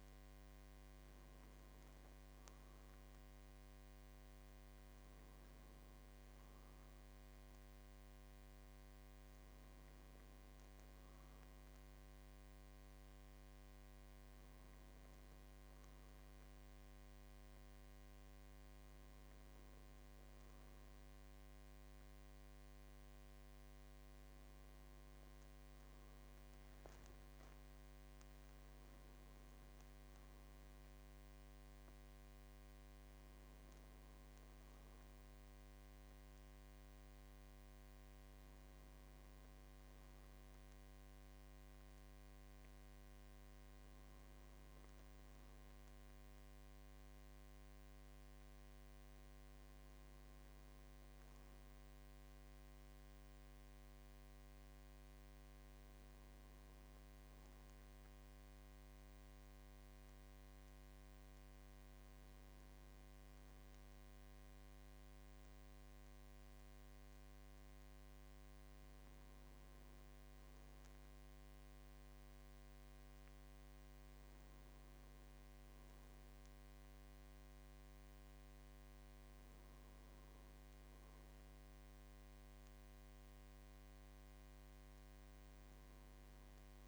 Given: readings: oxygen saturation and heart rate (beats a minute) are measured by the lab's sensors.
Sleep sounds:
breathing in sleep, hard to hear, by a microphone on the trachea; none
none scored
From the record:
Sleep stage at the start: N1 (lightest sleep); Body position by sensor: on the back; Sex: male

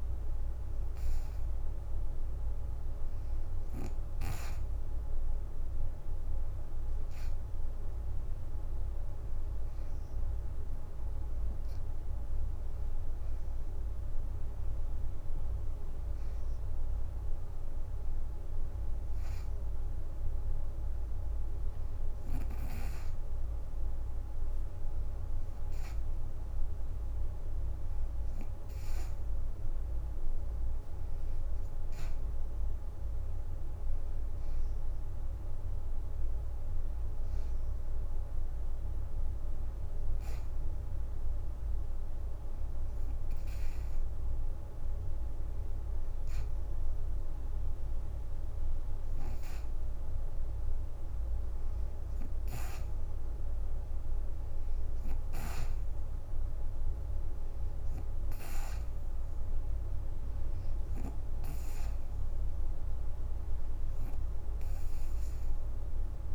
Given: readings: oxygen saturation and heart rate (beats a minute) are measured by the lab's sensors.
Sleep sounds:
breathing in sleep, hard to hear, by a room microphone; none
16.50-25.50 s: leg movement (device-marked)
30.00-38.50 s: leg movement (device-marked)
39.50-40.50 s: leg movement (device-marked)
57.50-61.00 s: leg movement (device-marked)
From the record:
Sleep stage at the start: N2 (light sleep); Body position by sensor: on the right side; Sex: female

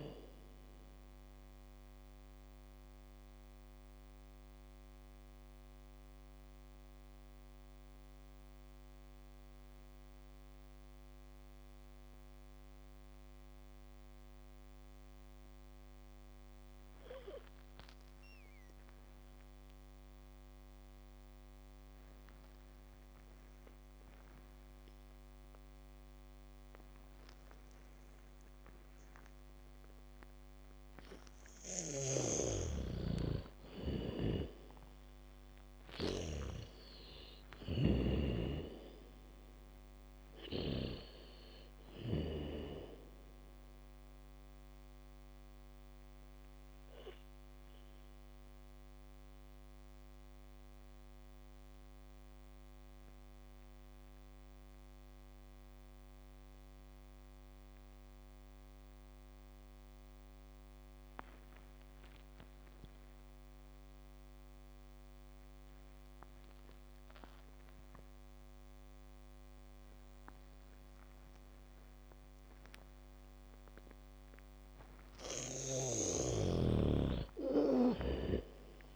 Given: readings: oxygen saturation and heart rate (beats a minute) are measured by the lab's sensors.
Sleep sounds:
breathing in sleep by a microphone on the trachea; 2
0.00-15.50 s: oxygen desaturation (device-marked, oxygen 79% lowest, heart rate 35 extreme)
2.50-32.00 s: mixed apnea (oxygen 99% before, 79% lowest, heart rate 61 before, 35 extreme, up 2 after)
18.50-22.50 s: bradycardia (device-marked, heart rate 63 before, 58 extreme)
27.50-39.50 s: bradycardia (device-marked, heart rate 63 before, 35 extreme)
28.50-58.50 s: oxygen desaturation (device-marked, oxygen 99% before, 82% lowest, heart rate 68 before, 28 extreme)
32.00-36.50 s: snoring (device-marked)
38.00-43.00 s: arousal
45.50-74.00 s: mixed apnea (oxygen 99% before, 79% lowest)
64.50-78.96 s: bradycardia (device-marked)
70.50-78.96 s: oxygen desaturation (device-marked, oxygen 99% before, 79% lowest)
76.50-78.96 s: arousal
From the record:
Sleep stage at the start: N2 (light sleep); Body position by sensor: on the back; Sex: female

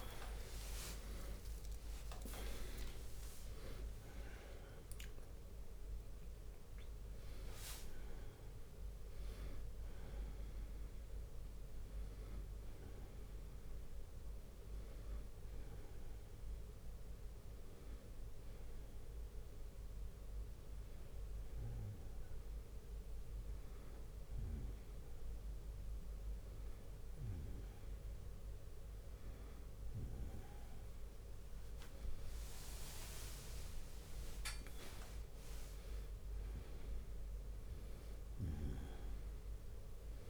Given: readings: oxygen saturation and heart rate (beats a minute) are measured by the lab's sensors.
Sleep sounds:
a person awake in a sleep study, by a room microphone; none
0.50-11.50 s: drop in pulse transit time (device-marked, heart rate 103 before, 50 extreme)
1.00-3.00 s: long interval between heartbeats (device-marked, heart rate 103 before, 99 extreme)
5.50-7.50 s: bradycardia (device-marked, heart rate 68 before, 74 extreme)
11.00-13.00 s: long interval between heartbeats (device-marked, heart rate 72 before, 60 extreme)
19.00-21.00 s: long interval between heartbeats (device-marked, heart rate 74 before, 80 extreme)
20.50-22.50 s: tachycardia (device-marked, heart rate 68 before, 98 extreme)
21.00-23.00 s: long interval between heartbeats (device-marked, heart rate 72 before, 97 extreme)
24.00-26.00 s: long interval between heartbeats (device-marked, heart rate 72 before, 102 extreme)
24.50-27.50 s: tachycardia (device-marked, heart rate 68 before, 104 extreme)
27.50-29.50 s: long interval between heartbeats (device-marked, heart rate 76 before, 105 extreme)
31.50-36.50 s: bradycardia (device-marked, heart rate 69 before, 58 extreme)
35.50-38.50 s: drop in pulse transit time (device-marked, heart rate 88 before, 54 extreme)
From the record:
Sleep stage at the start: awake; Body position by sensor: on the right side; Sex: male

